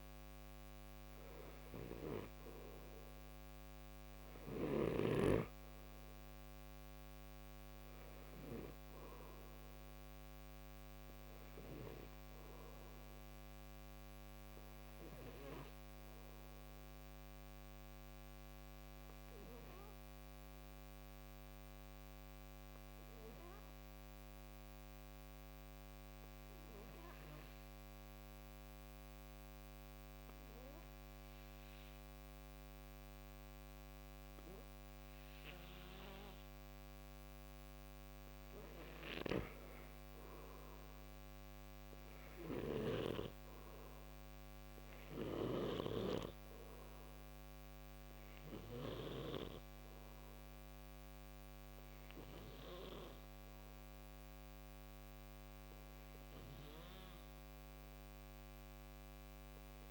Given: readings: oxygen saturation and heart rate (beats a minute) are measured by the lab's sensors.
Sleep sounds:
breathing in sleep by a microphone on the trachea; 1
0.00-23.00 s: oxygen desaturation (device-marked, oxygen 92% lowest, heart rate 56 extreme)
15.00-37.50 s: obstructive apnea (oxygen 98% before, 91% lowest, heart rate 62 before, 54 extreme, up 2 after)
39.00-59.90 s: oxygen desaturation (device-marked, oxygen 97% before, 91% lowest, heart rate 59 before, 54 extreme)
40.00-44.50 s: arousal
44.50-48.50 s: snoring (device-marked)
From the record:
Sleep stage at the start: N2 (light sleep); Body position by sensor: on the right side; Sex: male

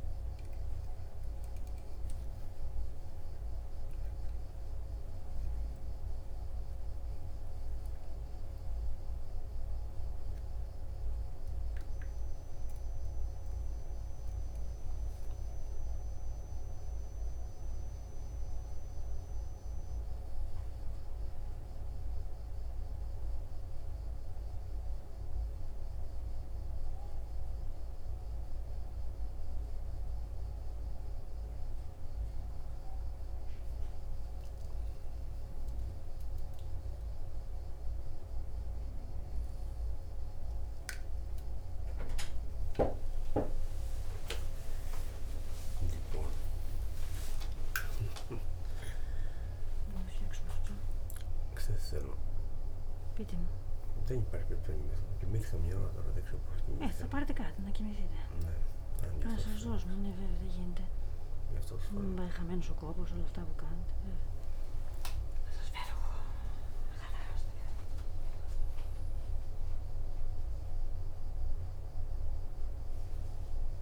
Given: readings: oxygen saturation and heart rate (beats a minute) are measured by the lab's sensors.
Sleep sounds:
a person awake in a sleep study, by a room microphone; none
none scored
From the record:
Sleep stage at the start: awake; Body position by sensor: on the right side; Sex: male

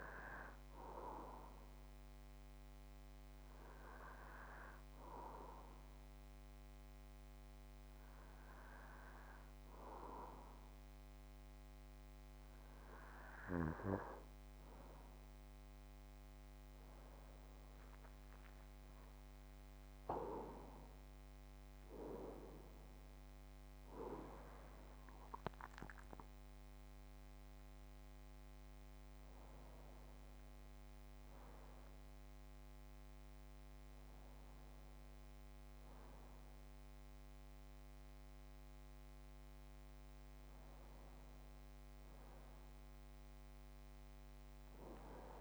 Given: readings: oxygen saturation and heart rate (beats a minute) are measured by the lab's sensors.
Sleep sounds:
breathing in sleep by a microphone on the trachea; 1
3.50-14.50 s: hypopnea (oxygen 96% before, 93% lowest)
16.50-20.50 s: arousal
From the record:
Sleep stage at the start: N2 (light sleep); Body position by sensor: on the back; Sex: male

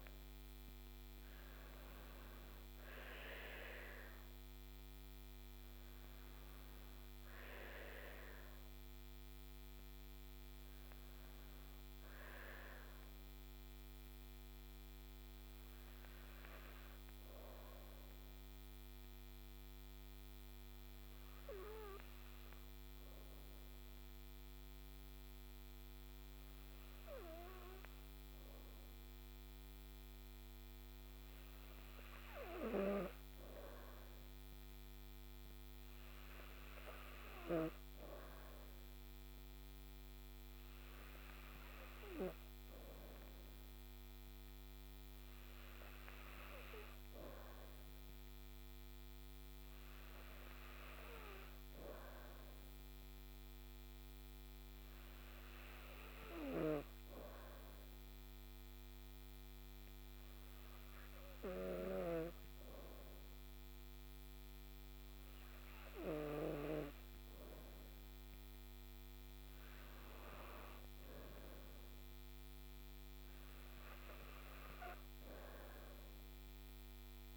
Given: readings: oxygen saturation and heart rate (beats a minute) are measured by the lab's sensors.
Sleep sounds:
breathing in sleep by a microphone on the trachea; 1
0.00-1.50 s: arousal
13.00-23.00 s: oxygen desaturation (device-marked, oxygen 97% before, 93% lowest, heart rate 61 before, 43 extreme)
14.50-31.00 s: hypopnea (oxygen 98% before, 93% lowest, heart rate 60 before, 41 extreme, up 23 after)
33.50-36.50 s: arousal
38.00-53.00 s: oxygen desaturation (device-marked, oxygen 98% before, 93% lowest, heart rate 56 before, 41 extreme)
From the record:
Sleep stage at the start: N3 (deep sleep); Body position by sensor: on the back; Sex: female

